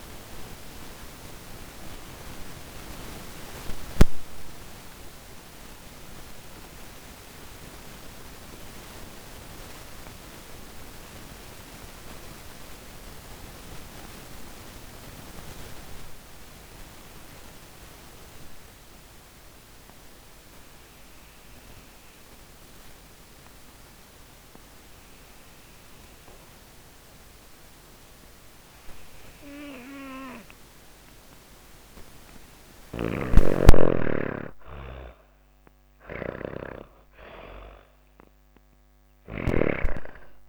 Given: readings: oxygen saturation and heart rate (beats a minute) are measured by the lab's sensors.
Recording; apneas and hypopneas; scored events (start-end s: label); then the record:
breathing in sleep by a microphone on the trachea; 1
0.00-17.50 s: oxygen desaturation (device-marked, oxygen 82% lowest)
3.50-29.50 s: obstructive apnea (oxygen 98% before, 82% lowest)
25.50-40.49 s: oxygen desaturation (device-marked, oxygen 97% before, 82% lowest)
31.50-35.50 s: arousal
31.50-40.49 s: snoring (device-marked)
From the record:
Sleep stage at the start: N2 (light sleep); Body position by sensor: on the back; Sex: female